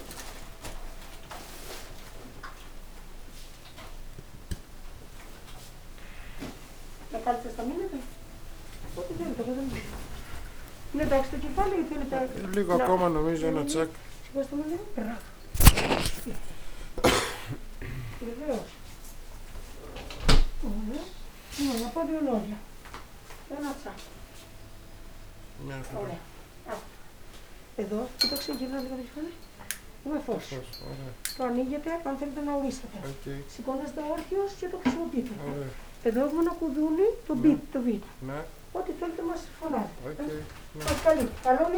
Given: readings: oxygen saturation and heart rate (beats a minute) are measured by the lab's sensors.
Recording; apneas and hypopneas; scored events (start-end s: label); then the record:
a person awake in a sleep study, by a room microphone; none
0.00-30.00 s: oxygen desaturation (device-marked, oxygen 96% before, 91% lowest, heart rate 85 before, 64 extreme)
8.50-10.50 s: long interval between heartbeats (device-marked, heart rate 87 before, 98 extreme)
11.50-13.50 s: long interval between heartbeats (device-marked, heart rate 89 before, 109 extreme)
12.50-17.50 s: snoring (device-marked)
22.50-24.50 s: long interval between heartbeats (device-marked, heart rate 102 before, 101 extreme)
26.00-31.00 s: snoring (device-marked)
28.50-30.50 s: long interval between heartbeats (device-marked, heart rate 103 before, 84 extreme)
35.50-39.00 s: snoring (device-marked)
From the record:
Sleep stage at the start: awake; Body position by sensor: on the back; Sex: male